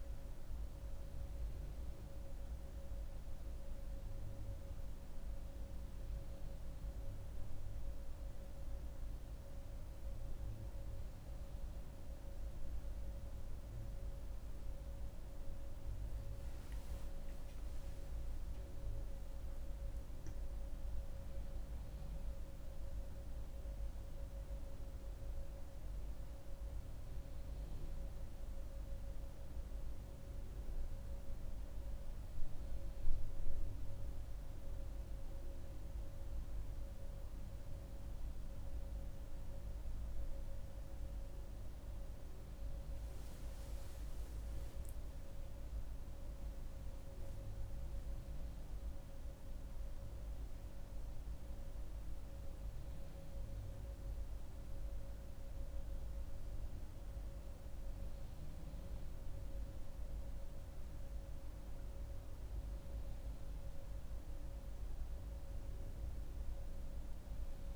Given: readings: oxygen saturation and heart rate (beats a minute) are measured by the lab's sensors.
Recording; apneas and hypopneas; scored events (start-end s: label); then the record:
breathing in sleep, hard to hear, by a room microphone; none
none scored
From the record:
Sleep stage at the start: N1 (lightest sleep); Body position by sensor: on the back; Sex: female